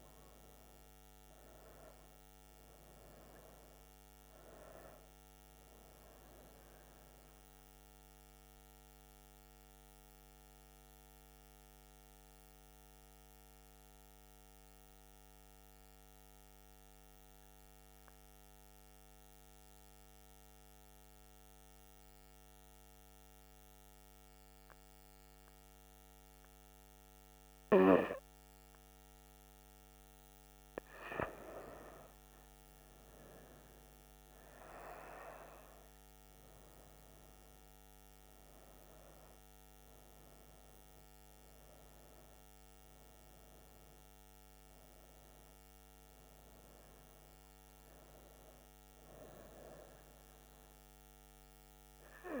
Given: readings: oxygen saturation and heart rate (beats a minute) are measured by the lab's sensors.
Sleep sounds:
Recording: breathing in sleep by a microphone on the trachea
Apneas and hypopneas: 1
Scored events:
0.00-12.50 s: oxygen desaturation (device-marked, oxygen 91% lowest, heart rate 65 extreme)
7.00-27.00 s: central apnea (oxygen 97% before, 91% lowest, heart rate 78 before, 65 extreme, up 7 after)
30.50-36.00 s: arousal
34.50-51.50 s: oxygen desaturation (device-marked, oxygen 98% before, 94% lowest, heart rate 68 before, 65 extreme)
From the record:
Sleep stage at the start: N2 (light sleep)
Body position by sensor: on the back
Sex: female

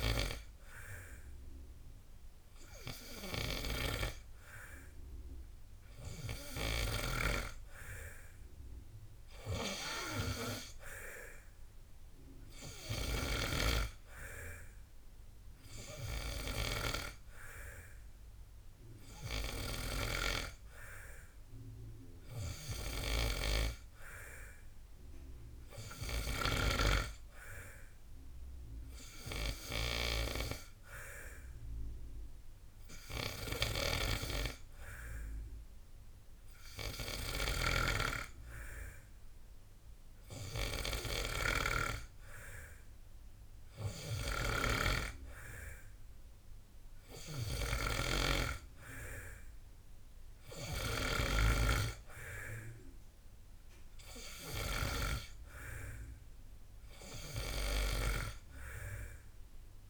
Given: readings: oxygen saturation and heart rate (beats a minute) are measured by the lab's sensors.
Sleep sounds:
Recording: breathing in sleep by a room microphone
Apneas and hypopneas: none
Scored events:
none scored
From the record:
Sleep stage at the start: N2 (light sleep)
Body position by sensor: on the back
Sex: male

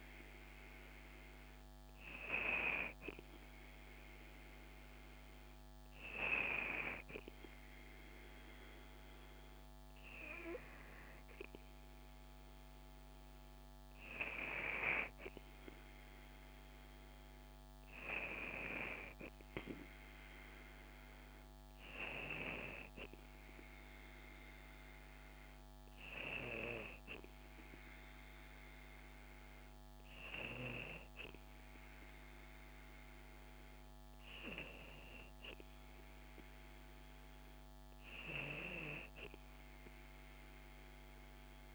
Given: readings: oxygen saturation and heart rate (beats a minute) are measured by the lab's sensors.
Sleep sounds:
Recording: breathing in sleep by a microphone on the trachea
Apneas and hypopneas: none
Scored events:
none scored
From the record:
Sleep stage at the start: N2 (light sleep)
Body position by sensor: on the back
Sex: female

